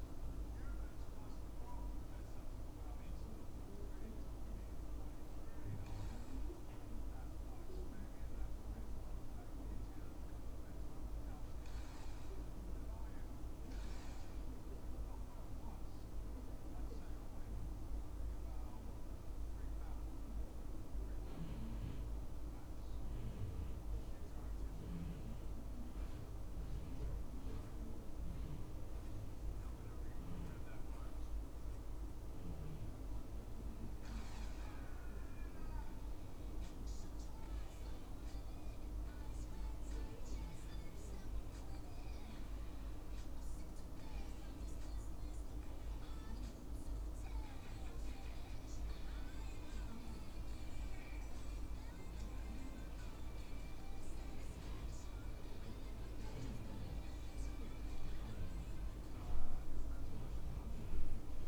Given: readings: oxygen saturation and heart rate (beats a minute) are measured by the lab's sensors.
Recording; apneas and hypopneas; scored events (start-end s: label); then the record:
breathing in sleep, hard to hear, by a room microphone; 1
0.00-10.50 s: oxygen desaturation (device-marked, oxygen 94% lowest, heart rate 67 extreme)
29.50-33.50 s: arousal
38.50-48.50 s: hypopnea (oxygen 95% before, 93% lowest, heart rate 72 before, 71 extreme, up 6 after)
51.00-55.00 s: arousal
From the record:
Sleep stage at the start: N2 (light sleep); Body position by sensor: on the back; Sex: male